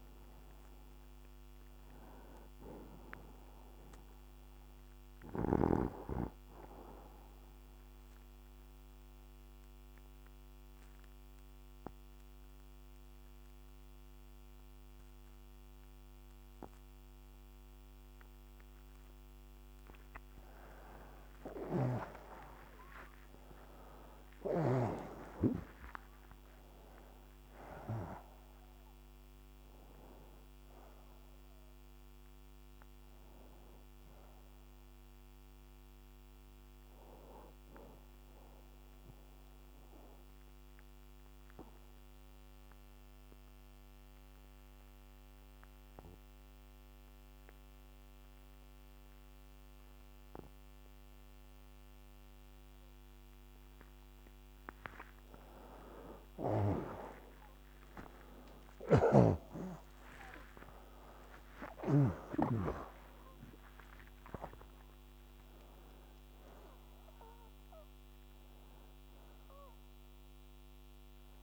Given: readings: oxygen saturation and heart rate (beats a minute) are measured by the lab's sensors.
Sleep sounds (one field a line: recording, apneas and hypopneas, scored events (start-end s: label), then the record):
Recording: breathing in sleep by a microphone on the trachea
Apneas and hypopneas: 2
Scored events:
1.00-14.00 s: oxygen desaturation (device-marked, oxygen 95% before, 90% lowest, heart rate 81 before, 65 extreme)
3.00-19.50 s: obstructive apnea (oxygen 96% before, 88% lowest, heart rate 82 before, 65 extreme, up 35 after)
22.00-26.00 s: arousal
31.00-46.00 s: oxygen desaturation (device-marked, oxygen 96% before, 88% lowest, heart rate 80 before, 66 extreme)
36.50-53.50 s: obstructive apnea (oxygen 96% before, 88% lowest, heart rate 84 before, 66 extreme, up 54 after)
56.50-62.50 s: arousal
From the record:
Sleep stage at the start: N2 (light sleep)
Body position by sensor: on the back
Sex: male